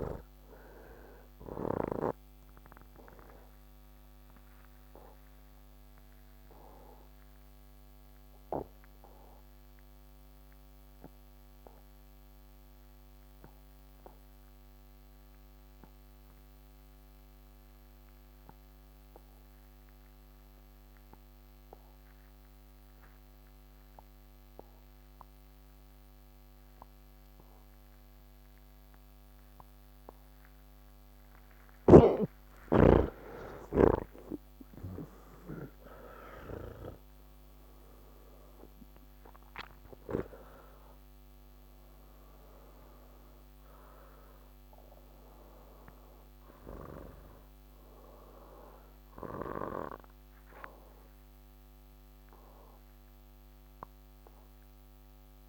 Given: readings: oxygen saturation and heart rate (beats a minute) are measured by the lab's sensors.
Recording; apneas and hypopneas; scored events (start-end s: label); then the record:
breathing in sleep by a microphone on the trachea; 1
0.00-15.50 s: oxygen desaturation (device-marked, oxygen 88% lowest)
5.00-32.00 s: obstructive apnea (oxygen 97% before, 81% lowest)
26.50-55.48 s: oxygen desaturation (device-marked, oxygen 97% before, 81% lowest, heart rate 70 before, 28 extreme)
From the record:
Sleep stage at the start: N3 (deep sleep); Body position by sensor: on the back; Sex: male